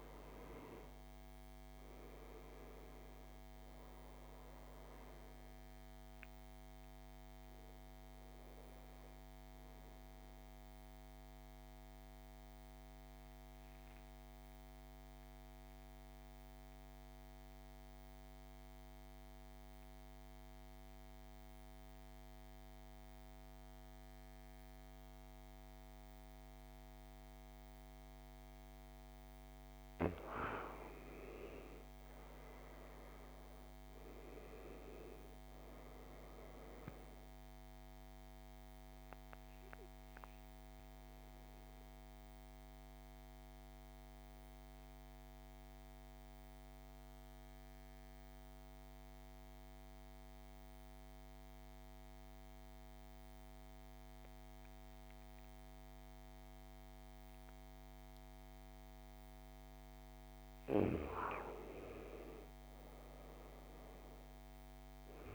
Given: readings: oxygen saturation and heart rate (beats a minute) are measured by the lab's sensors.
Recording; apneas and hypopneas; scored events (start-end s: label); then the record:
breathing in sleep by a microphone on the trachea; 2
0.00-1.50 s: arousal
1.00-19.00 s: oxygen desaturation (device-marked, oxygen 99% before, 87% lowest, heart rate 58 before, 53 extreme)
9.00-30.00 s: mixed apnea (oxygen 99% before, 87% lowest, heart rate 56 before, 52 extreme, up 8 after)
32.50-35.50 s: arousal
33.00-56.00 s: oxygen desaturation (device-marked, oxygen 99% before, 88% lowest, heart rate 54 before, 50 extreme)
42.50-58.50 s: central apnea (oxygen 99% before, 88% lowest, heart rate 56 before, 50 extreme, up 4 after)
62.00-65.35 s: arousal
From the record:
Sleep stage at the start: N2 (light sleep); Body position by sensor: on the right side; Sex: male